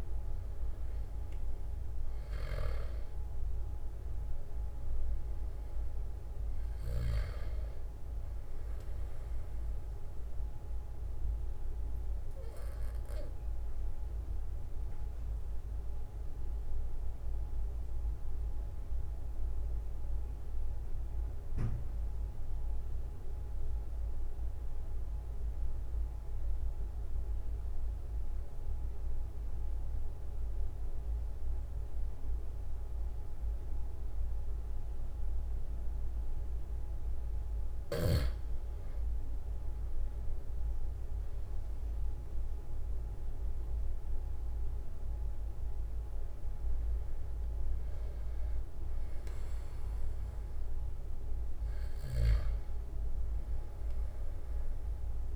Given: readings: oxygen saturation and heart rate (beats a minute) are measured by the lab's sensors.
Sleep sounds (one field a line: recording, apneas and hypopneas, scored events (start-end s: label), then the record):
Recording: breathing in sleep, hard to hear, by a room microphone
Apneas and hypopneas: 1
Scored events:
12.00-36.50 s: obstructive apnea (oxygen 96% before, 91% lowest, heart rate 46 before, 42 extreme, up 4 after)
39.50-44.50 s: arousal
41.50-55.36 s: oxygen desaturation (device-marked, oxygen 97% before, 91% lowest, heart rate 45 before, 42 extreme)
52.00-55.36 s: snoring (device-marked)
From the record:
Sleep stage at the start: N2 (light sleep)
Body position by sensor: on the back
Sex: male